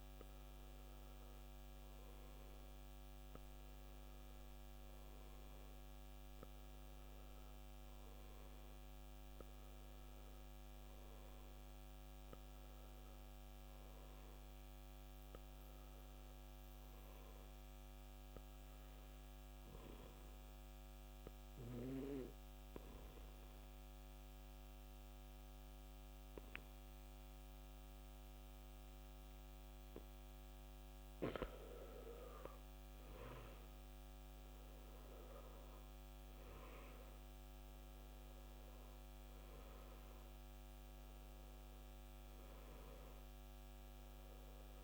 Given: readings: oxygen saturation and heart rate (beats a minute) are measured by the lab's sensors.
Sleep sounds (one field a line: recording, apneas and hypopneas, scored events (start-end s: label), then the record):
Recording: breathing in sleep by a microphone on the trachea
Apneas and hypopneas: 1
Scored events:
22.50-34.50 s: obstructive apnea (oxygen 93% before, 90% lowest, heart rate 60 before, 52 extreme, up 9 after)
37.00-41.50 s: arousal
From the record:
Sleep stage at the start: N2 (light sleep)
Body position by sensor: on the back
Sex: male